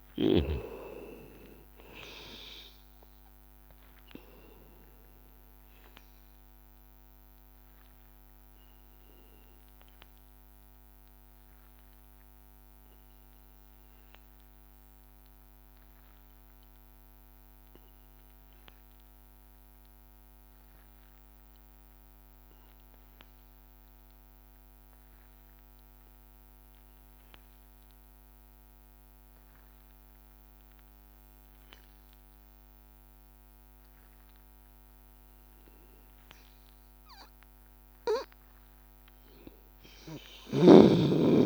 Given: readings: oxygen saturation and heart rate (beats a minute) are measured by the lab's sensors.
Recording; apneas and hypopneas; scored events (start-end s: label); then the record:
breathing in sleep by a microphone on the trachea; 1
0.00-19.50 s: oxygen desaturation (device-marked, oxygen 94% lowest, heart rate 82 extreme)
9.50-36.50 s: hypopnea (oxygen 99% before, 90% lowest, heart rate 82 before, 82 extreme, up 1 after)
31.50-41.46 s: oxygen desaturation (device-marked, oxygen 98% before, 90% lowest, heart rate 83 before, 81 extreme)
38.00-41.46 s: arousal
From the record:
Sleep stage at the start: N2 (light sleep); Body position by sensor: on the back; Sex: male